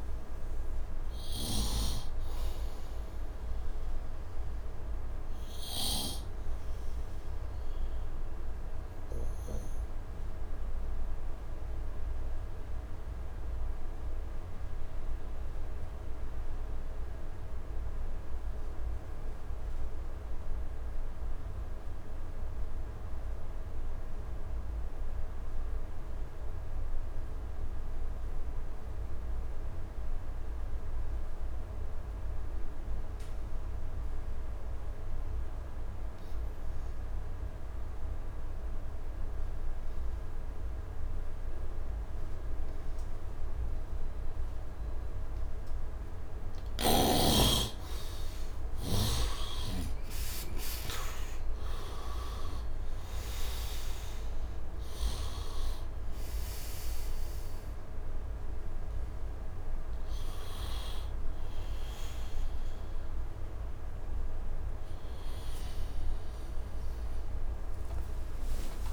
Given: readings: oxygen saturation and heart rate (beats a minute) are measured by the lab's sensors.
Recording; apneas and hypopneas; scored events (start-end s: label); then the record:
breathing in sleep by a room microphone; 1
0.00-17.00 s: oxygen desaturation (device-marked, oxygen 76% lowest, heart rate 71 extreme)
5.00-47.00 s: obstructive apnea (oxygen 98% before, 70% lowest, heart rate 78 before, 72 extreme, up 8 after)
28.00-68.93 s: oxygen desaturation (device-marked, oxygen 100% before, 70% lowest, heart rate 74 before, 68 extreme)
46.50-50.00 s: snoring (device-marked)
51.00-68.93 s: new sleep stage, N1 (lightest sleep)
67.50-68.93 s: arousal
From the record:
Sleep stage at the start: N2 (light sleep); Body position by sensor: on the right side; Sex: male